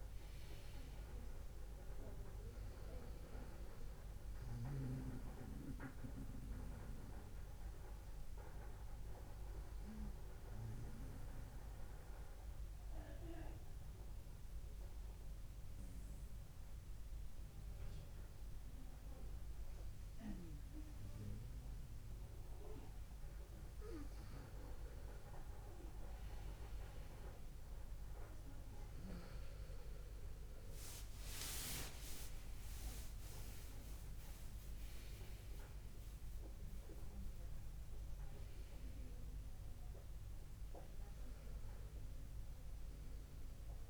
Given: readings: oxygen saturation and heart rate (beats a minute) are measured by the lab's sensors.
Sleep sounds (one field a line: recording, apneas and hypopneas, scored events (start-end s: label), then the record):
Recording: breathing in sleep by a room microphone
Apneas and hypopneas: 1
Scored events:
6.00-23.50 s: obstructive apnea (oxygen 97% before, 95% lowest, heart rate 68 before, 59 extreme, up 1 after)
11.50-43.90 s: new sleep stage, N2 (light sleep)
25.50-30.00 s: arousal
From the record:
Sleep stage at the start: N1 (lightest sleep)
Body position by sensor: on the right side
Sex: male